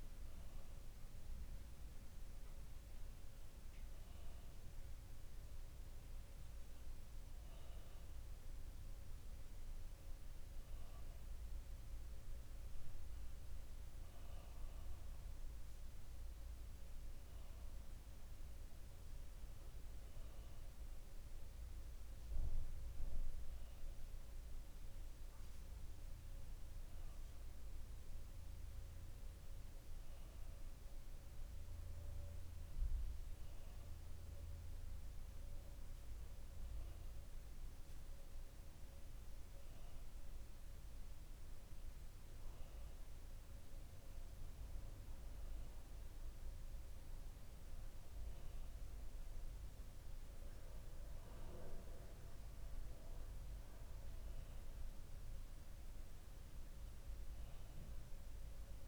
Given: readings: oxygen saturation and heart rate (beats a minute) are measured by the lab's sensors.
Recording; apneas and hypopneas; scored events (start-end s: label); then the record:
breathing in sleep, hard to hear, by a room microphone; none
none scored
From the record:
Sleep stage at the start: N2 (light sleep); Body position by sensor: on the back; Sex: male